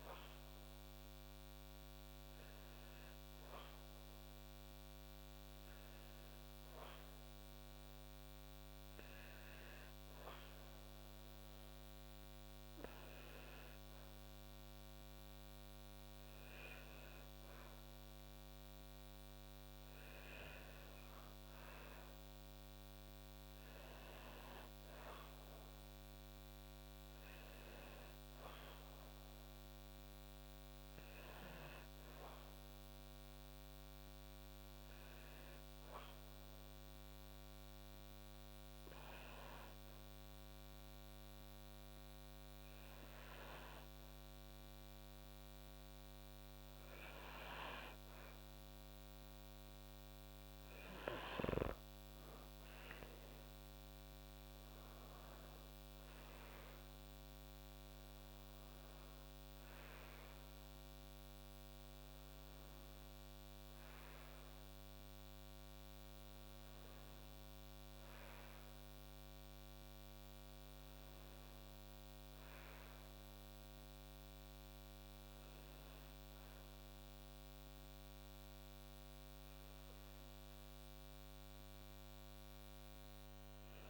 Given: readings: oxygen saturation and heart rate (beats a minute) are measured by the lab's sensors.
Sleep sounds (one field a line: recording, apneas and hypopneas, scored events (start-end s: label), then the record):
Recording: breathing in sleep by a microphone on the trachea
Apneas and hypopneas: 2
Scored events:
30.00-34.00 s: arousal
36.50-49.00 s: hypopnea (oxygen 96% before, 93% lowest)
51.00-55.00 s: arousal
58.50-77.50 s: obstructive apnea (oxygen 96% before, 93% lowest)
79.50-83.50 s: arousal
From the record:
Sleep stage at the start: N1 (lightest sleep)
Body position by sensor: on the back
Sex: female